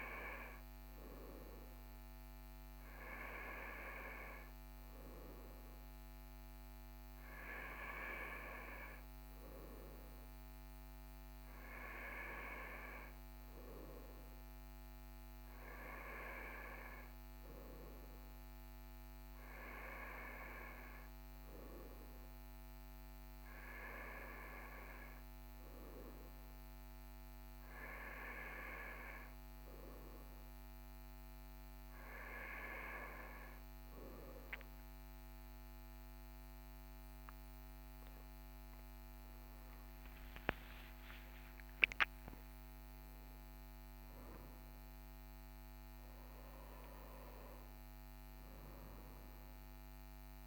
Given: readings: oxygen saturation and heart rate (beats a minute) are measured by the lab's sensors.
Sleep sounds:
breathing in sleep by a microphone on the trachea; none
20.50-50.47 s: new sleep stage, N1 (lightest sleep)
36.50-41.00 s: arousal
From the record:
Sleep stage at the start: N2 (light sleep); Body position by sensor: on the right side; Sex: male

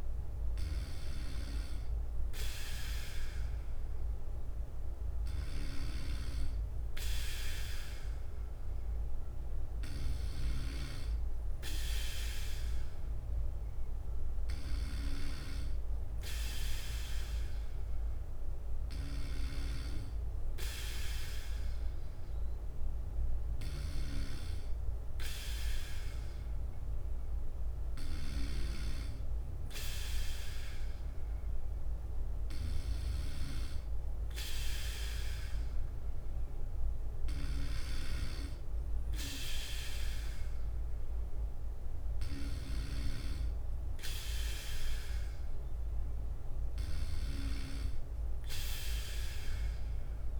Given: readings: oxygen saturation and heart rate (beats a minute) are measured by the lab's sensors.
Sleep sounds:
breathing in sleep by a room microphone; none
0.00-2.00 s: bradycardia (device-marked, heart rate 59 extreme)
5.00-22.00 s: bradycardia (device-marked, heart rate 59 before, 57 extreme)
23.00-26.00 s: bradycardia (device-marked, heart rate 59 before, 58 extreme)
28.00-50.40 s: new sleep stage, N3 (deep sleep)
46.00-50.40 s: bradycardia (device-marked, heart rate 59 before, 59 extreme)
From the record:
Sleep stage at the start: N2 (light sleep); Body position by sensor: on the back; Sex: male

